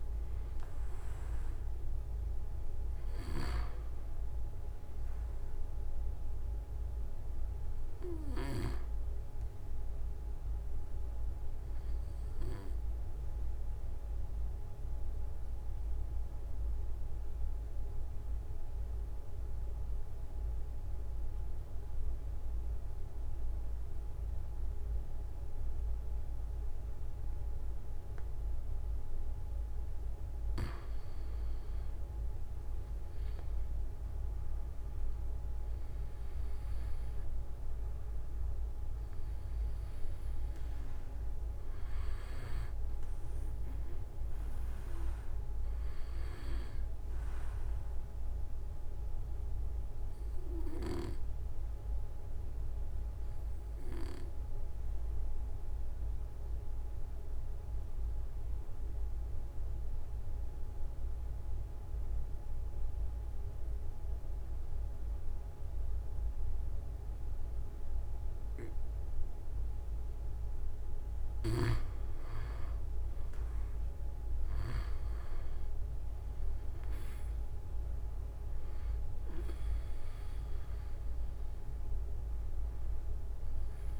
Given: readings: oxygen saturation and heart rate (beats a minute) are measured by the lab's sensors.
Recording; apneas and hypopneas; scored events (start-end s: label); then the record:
breathing in sleep by a room microphone; 2
0.00-24.50 s: oxygen desaturation (device-marked, oxygen 92% lowest)
3.00-8.50 s: snoring (device-marked)
10.00-28.50 s: obstructive apnea (oxygen 97% before, 92% lowest)
16.50-18.50 s: long interval between heartbeats (device-marked)
28.00-30.00 s: long interval between heartbeats (device-marked)
33.00-38.50 s: arousal
37.50-63.50 s: oxygen desaturation (device-marked, oxygen 97% before, 93% lowest)
48.50-69.50 s: obstructive apnea (oxygen 97% before, 93% lowest)
55.50-57.50 s: long interval between heartbeats (device-marked)
61.00-63.00 s: long interval between heartbeats (device-marked)
70.00-72.00 s: long interval between heartbeats (device-marked)
73.50-79.50 s: arousal
78.50-80.50 s: long interval between heartbeats (device-marked)
78.50-84.00 s: oxygen desaturation (device-marked, oxygen 97% before, 93% lowest)
From the record:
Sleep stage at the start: N2 (light sleep); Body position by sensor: on the back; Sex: male